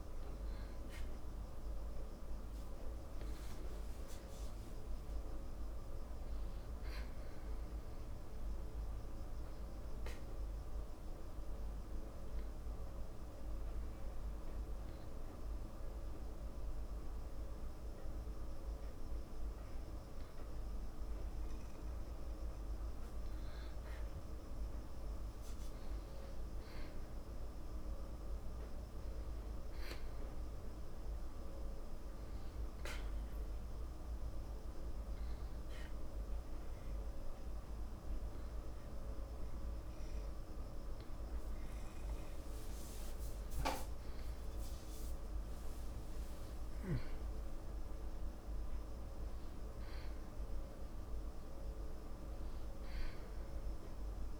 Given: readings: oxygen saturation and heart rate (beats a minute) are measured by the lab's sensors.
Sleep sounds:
breathing in sleep, hard to hear, by a room microphone; 2
9.50-24.00 s: obstructive apnea (oxygen 98% before, 94% lowest)
26.50-29.50 s: arousal
33.50-43.50 s: obstructive apnea (oxygen 96% before, 94% lowest)
From the record:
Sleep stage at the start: N2 (light sleep); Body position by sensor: on the back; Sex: male

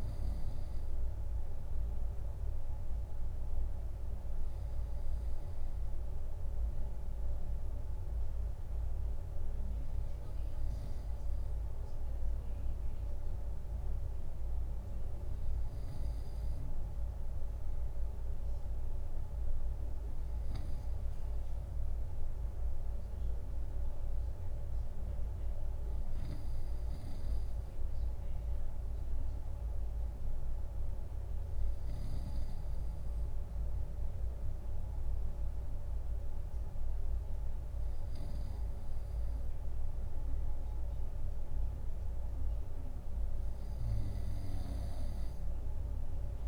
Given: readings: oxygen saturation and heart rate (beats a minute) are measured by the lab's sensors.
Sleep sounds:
breathing in sleep, hard to hear, by a room microphone; none
16.00-21.00 s: snoring (device-marked)
27.00-32.50 s: snoring (device-marked)
44.50-46.48 s: snoring (device-marked)
From the record:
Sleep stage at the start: N2 (light sleep); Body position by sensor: on the right side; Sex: male

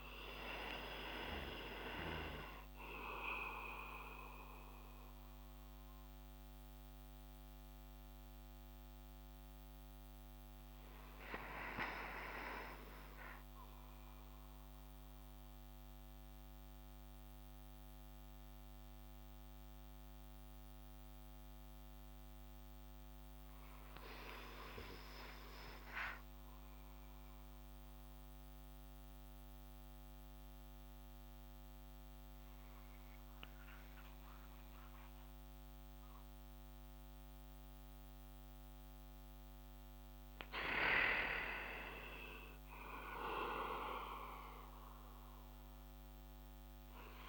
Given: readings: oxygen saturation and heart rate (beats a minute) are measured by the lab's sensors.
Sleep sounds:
breathing in sleep by a microphone on the trachea; 1
4.50-38.50 s: mixed apnea (oxygen 98% before, 93% lowest)
40.50-44.50 s: arousal
From the record:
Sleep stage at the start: N2 (light sleep); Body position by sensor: on the back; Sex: male

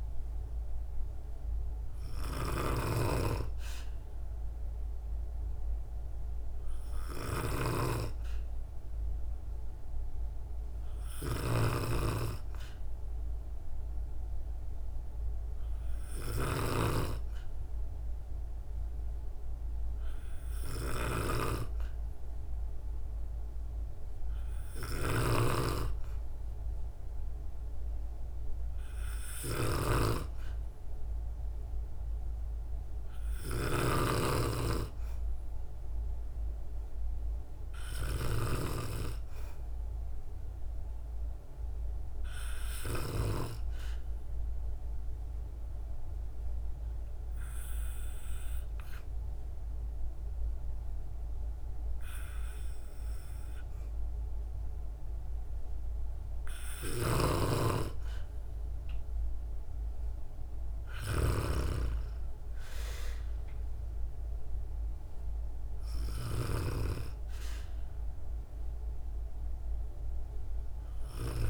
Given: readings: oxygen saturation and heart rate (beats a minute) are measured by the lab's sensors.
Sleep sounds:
breathing in sleep by a room microphone; none
0.00-38.00 s: snoring (device-marked)
56.50-71.50 s: snoring (device-marked)
From the record:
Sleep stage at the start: N2 (light sleep); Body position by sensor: on the back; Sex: female

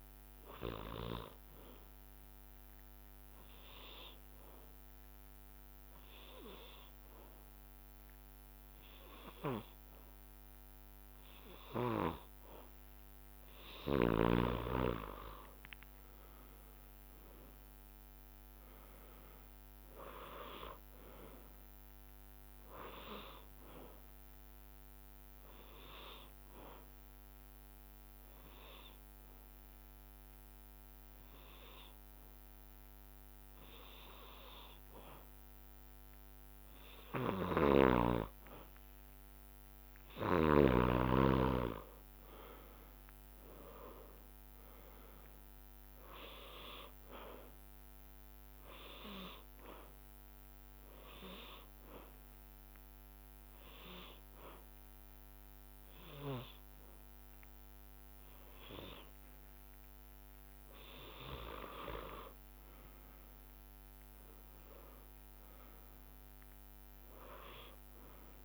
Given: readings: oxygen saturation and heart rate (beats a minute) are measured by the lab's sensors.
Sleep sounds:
breathing in sleep by a microphone on the trachea; 3
0.00-6.00 s: drop in pulse transit time (device-marked, heart rate 63 extreme)
3.50-13.50 s: obstructive apnea (oxygen 96% before, 92% lowest, heart rate 65 before, 58 extreme, up 9 after)
4.00-6.00 s: bradycardia (device-marked, heart rate 63 before, 63 extreme)
15.00-18.50 s: arousal
17.00-27.00 s: drop in pulse transit time (device-marked, heart rate 64 before, 61 extreme)
24.00-29.00 s: bradycardia (device-marked, heart rate 63 before, 58 extreme)
26.00-37.50 s: obstructive apnea (oxygen 95% before, 92% lowest, heart rate 63 before, 59 extreme, up 24 after)
35.50-37.50 s: long interval between heartbeats (device-marked, heart rate 64 before, 83 extreme)
41.00-55.00 s: drop in pulse transit time (device-marked, heart rate 68 before, 59 extreme)
41.50-45.50 s: arousal
49.50-60.50 s: hypopnea (oxygen 96% before, 92% lowest, heart rate 69 before, 59 extreme, up 13 after)
50.00-53.00 s: bradycardia (device-marked, heart rate 63 before, 60 extreme)
56.00-58.00 s: long interval between heartbeats (device-marked, heart rate 67 before, 61 extreme)
57.00-68.44 s: oxygen desaturation (device-marked, oxygen 96% before, 92% lowest, heart rate 66 before, 59 extreme)
62.50-66.00 s: arousal
From the record:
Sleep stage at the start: N2 (light sleep); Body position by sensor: on the back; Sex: male

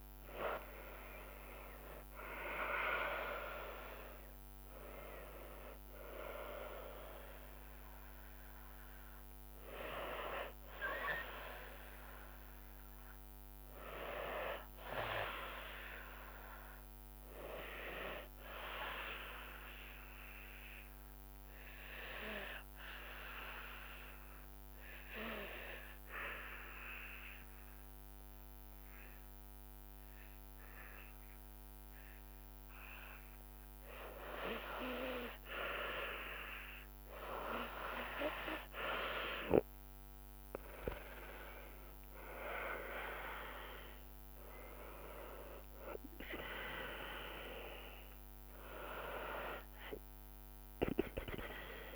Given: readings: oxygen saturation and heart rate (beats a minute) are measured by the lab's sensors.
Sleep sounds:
breathing in sleep by a microphone on the trachea; 1
0.00-18.50 s: oxygen desaturation (device-marked, oxygen 85% lowest, heart rate 61 extreme)
1.00-5.00 s: arousal
1.50-13.50 s: drop in pulse transit time (device-marked, heart rate 66 before, 69 extreme)
19.50-33.00 s: obstructive apnea (oxygen 96% before, 88% lowest, heart rate 78 before, 61 extreme, up 11 after)
34.50-51.96 s: oxygen desaturation (device-marked, oxygen 97% before, 88% lowest, heart rate 71 before, 71 extreme)
41.50-46.00 s: arousal
41.50-51.96 s: drop in pulse transit time (device-marked, heart rate 69 before, 72 extreme)
From the record:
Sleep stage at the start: N2 (light sleep); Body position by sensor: on the back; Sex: female

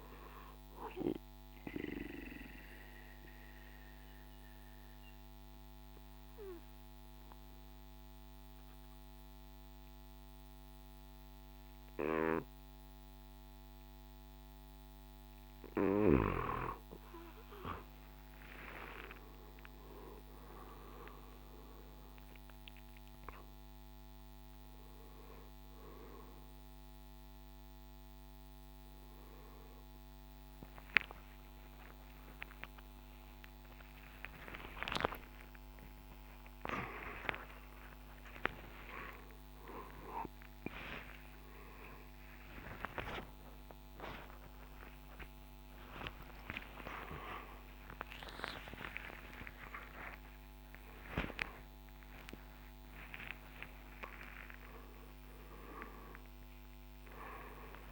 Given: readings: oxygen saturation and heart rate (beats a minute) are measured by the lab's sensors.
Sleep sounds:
a person awake in a sleep study, by a microphone on the trachea; 1
0.00-13.50 s: oxygen desaturation (device-marked, oxygen 90% lowest, heart rate 56 extreme)
0.50-15.50 s: obstructive apnea (oxygen 97% before, 90% lowest, heart rate 62 before, 56 extreme, up 32 after)
21.50-38.50 s: drop in pulse transit time (device-marked, heart rate 60 before, 69 extreme)
25.50-36.50 s: oxygen desaturation (device-marked, oxygen 97% before, 93% lowest, heart rate 66 before, 100 extreme)
27.50-57.92 s: new sleep stage, awake
48.50-50.50 s: oxygen desaturation (device-marked, oxygen 96% before, 91% lowest, heart rate 143 before, 84 extreme)
From the record:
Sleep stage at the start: N2 (light sleep); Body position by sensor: on the back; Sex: male

